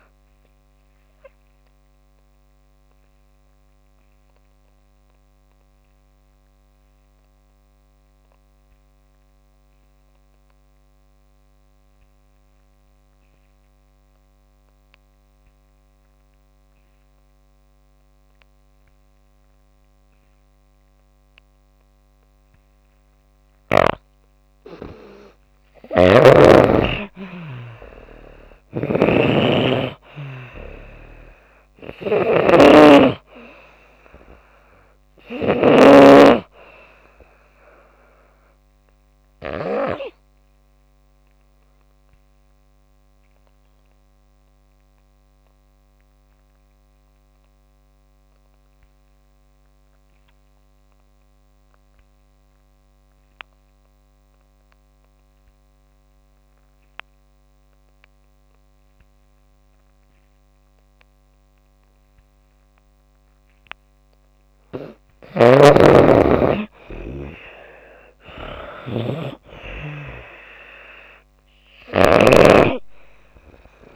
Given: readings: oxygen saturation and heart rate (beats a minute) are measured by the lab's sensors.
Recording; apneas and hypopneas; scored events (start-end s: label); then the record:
breathing in sleep by a microphone on the trachea; 2
0.00-25.00 s: oxygen desaturation (device-marked, oxygen 83% lowest)
1.50-24.00 s: obstructive apnea (oxygen 97% before, 83% lowest)
25.50-35.50 s: snoring (device-marked)
26.50-31.00 s: arousal
38.00-63.50 s: obstructive apnea (oxygen 97% before, 84% lowest)
40.00-63.00 s: oxygen desaturation (device-marked, oxygen 96% before, 87% lowest)
65.00-72.00 s: snoring (device-marked)
67.00-70.00 s: arousal
68.00-73.96 s: oxygen desaturation (device-marked, oxygen 96% before, 84% lowest)
From the record:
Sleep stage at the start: N2 (light sleep); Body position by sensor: on the back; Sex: female